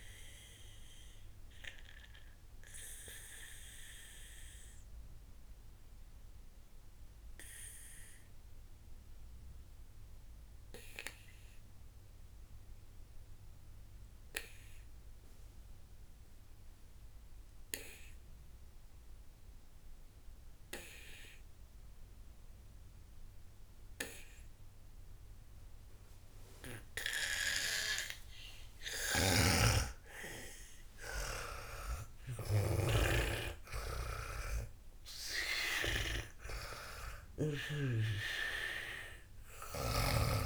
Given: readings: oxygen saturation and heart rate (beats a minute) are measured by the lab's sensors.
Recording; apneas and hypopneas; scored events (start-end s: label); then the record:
breathing in sleep by a room microphone; 1
0.00-17.50 s: oxygen desaturation (device-marked, oxygen 88% lowest, heart rate 57 extreme)
3.00-28.50 s: obstructive apnea (oxygen 98% before, 88% lowest, heart rate 81 before, 54 extreme, up 48 after)
29.50-33.50 s: arousal
29.50-40.46 s: oxygen desaturation (device-marked, oxygen 99% before, 90% lowest, heart rate 60 before, 54 extreme)
29.50-40.46 s: snoring (device-marked)
From the record:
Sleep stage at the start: N2 (light sleep); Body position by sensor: on the back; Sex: female